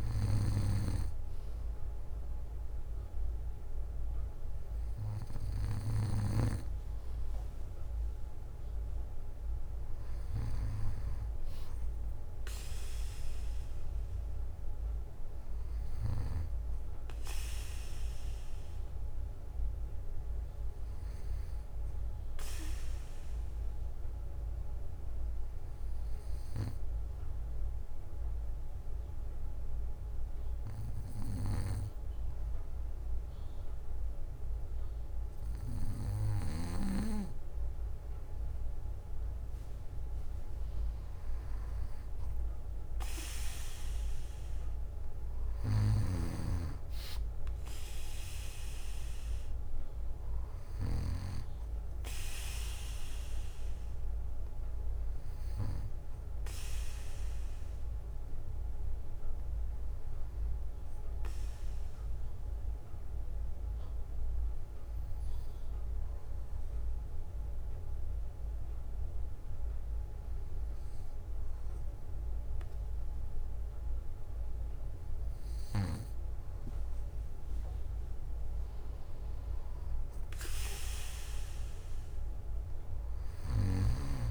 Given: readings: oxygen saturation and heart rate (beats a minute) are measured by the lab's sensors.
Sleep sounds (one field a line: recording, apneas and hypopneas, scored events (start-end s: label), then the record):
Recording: breathing in sleep by a room microphone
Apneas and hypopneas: 2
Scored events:
2.00-4.00 s: bradycardia (device-marked, heart rate 59 before, 60 extreme)
14.00-17.00 s: bradycardia (device-marked, heart rate 59 before, 60 extreme)
18.00-26.00 s: bradycardia (device-marked, heart rate 59 before, 58 extreme)
28.00-39.50 s: obstructive apnea (oxygen 96% before, 94% lowest, heart rate 60 before, 56 extreme, up 6 after)
29.00-31.00 s: bradycardia (device-marked, heart rate 59 before, 60 extreme)
36.00-38.00 s: bradycardia (device-marked, heart rate 59 before, 59 extreme)
41.00-43.00 s: bradycardia (device-marked, heart rate 59 before, 60 extreme)
42.50-47.00 s: arousal
53.00-72.00 s: bradycardia (device-marked, heart rate 59 before, 56 extreme)
56.00-73.00 s: obstructive apnea (oxygen 96% before, 94% lowest, heart rate 60 before, 56 extreme, up 6 after)
73.00-76.00 s: bradycardia (device-marked, heart rate 59 before, 57 extreme)
78.00-80.00 s: bradycardia (device-marked, heart rate 59 before, 59 extreme)
78.50-83.50 s: arousal
From the record:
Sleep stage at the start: N2 (light sleep)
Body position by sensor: on the back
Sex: male